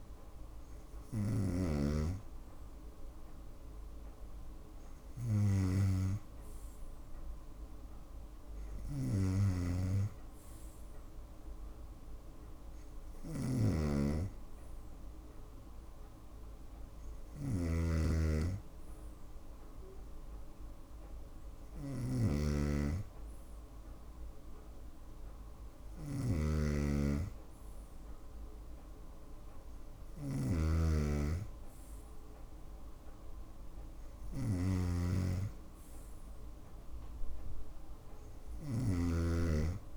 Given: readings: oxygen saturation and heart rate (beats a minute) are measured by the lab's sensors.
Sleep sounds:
breathing in sleep by a room microphone; none
13.00-39.96 s: snoring (device-marked)
From the record:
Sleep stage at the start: N2 (light sleep); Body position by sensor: on the right side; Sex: female

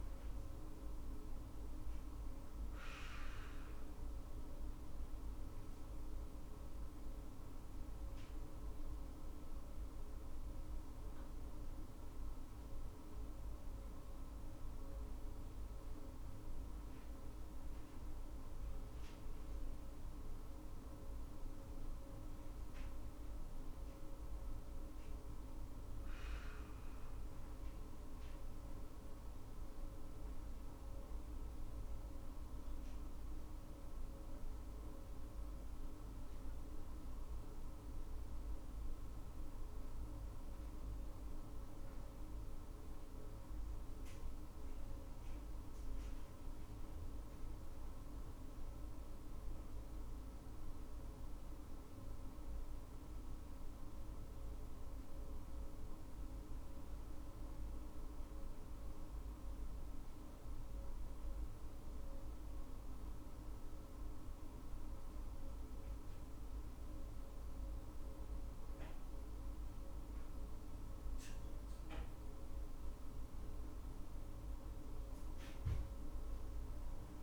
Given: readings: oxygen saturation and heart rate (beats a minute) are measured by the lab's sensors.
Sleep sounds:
breathing in sleep, hard to hear, by a room microphone; none
none scored
From the record:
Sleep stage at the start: N2 (light sleep); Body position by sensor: on the right side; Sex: female

